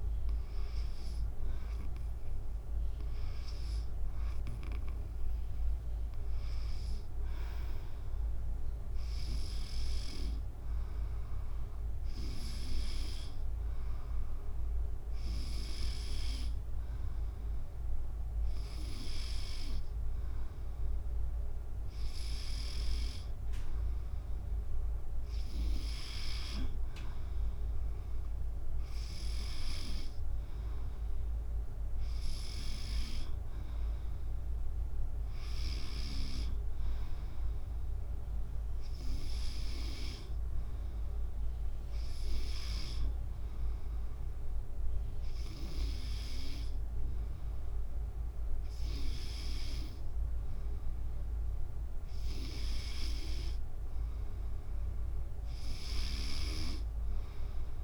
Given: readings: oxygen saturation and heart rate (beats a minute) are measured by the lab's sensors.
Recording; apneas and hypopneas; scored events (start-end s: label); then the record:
breathing in sleep by a room microphone; none
none scored
From the record:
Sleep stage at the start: N2 (light sleep); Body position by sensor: on the back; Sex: female